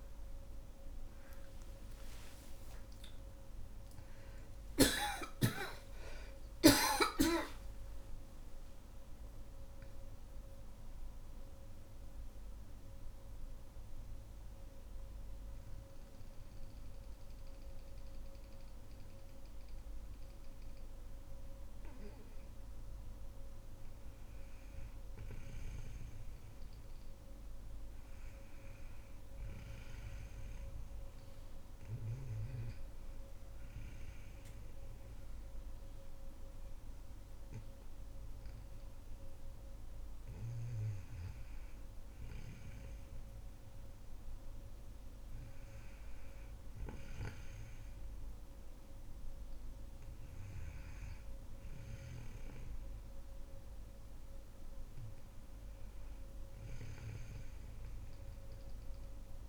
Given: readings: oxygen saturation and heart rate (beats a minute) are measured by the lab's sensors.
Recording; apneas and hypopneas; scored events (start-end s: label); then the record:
a person partly awake in a sleep study, hard to hear, by a room microphone; 1
1.50-59.49 s: new sleep stage, N2 (light sleep)
5.00-7.00 s: long interval between heartbeats (device-marked, heart rate 66 before, 75 extreme)
11.50-22.50 s: mixed apnea (oxygen 97% before, 94% lowest, heart rate 72 before, 58 extreme, up 5 after)
23.50-27.50 s: arousal
31.50-43.50 s: oxygen desaturation (device-marked, oxygen 99% before, 94% lowest, heart rate 64 before, 61 extreme)
From the record:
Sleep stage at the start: awake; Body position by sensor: on the back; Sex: female